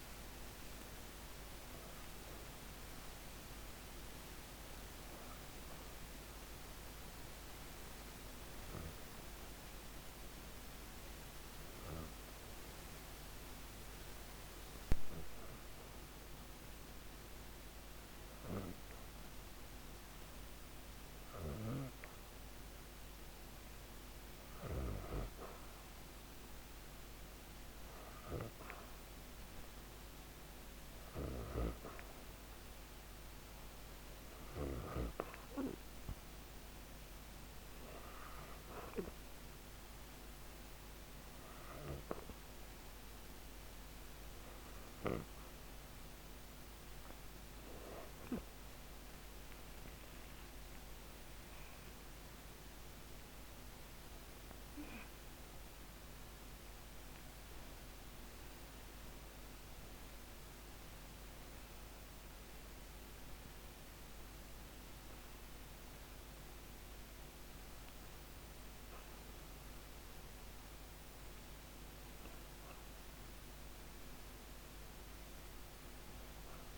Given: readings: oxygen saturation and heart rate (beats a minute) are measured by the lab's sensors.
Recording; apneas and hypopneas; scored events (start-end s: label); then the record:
breathing in sleep by a microphone on the trachea; 1
5.00-22.00 s: hypopnea (oxygen 96% before, 93% lowest, heart rate 145 before, 103 extreme, up 21 after)
24.50-28.50 s: arousal
51.00-55.50 s: arousal
From the record:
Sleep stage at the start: N2 (light sleep); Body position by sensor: on the back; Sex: female